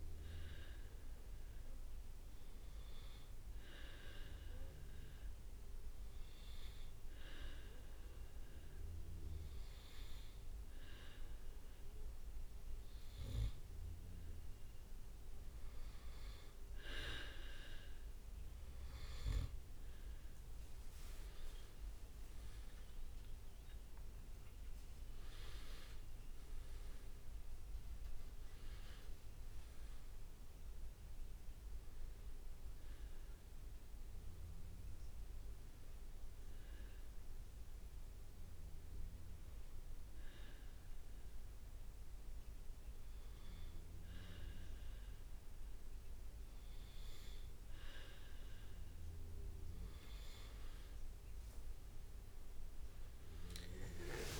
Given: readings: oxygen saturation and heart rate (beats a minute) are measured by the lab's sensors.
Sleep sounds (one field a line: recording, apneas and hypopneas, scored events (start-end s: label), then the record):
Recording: breathing in sleep by a room microphone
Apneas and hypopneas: 2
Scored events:
2.50-15.00 s: hypopnea (oxygen 98% before, 93% lowest, heart rate 68 before, 64 extreme, up 8 after)
18.00-23.00 s: arousal
20.50-24.00 s: leg movement (device-marked)
23.50-41.50 s: oxygen desaturation (device-marked, oxygen 96% before, 93% lowest, heart rate 70 before, 64 extreme)
36.00-48.50 s: hypopnea (oxygen 96% before, 94% lowest, heart rate 73 before, 64 extreme, up 1 after)
50.50-52.00 s: leg movement (device-marked)
From the record:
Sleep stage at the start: N2 (light sleep)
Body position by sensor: on the back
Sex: male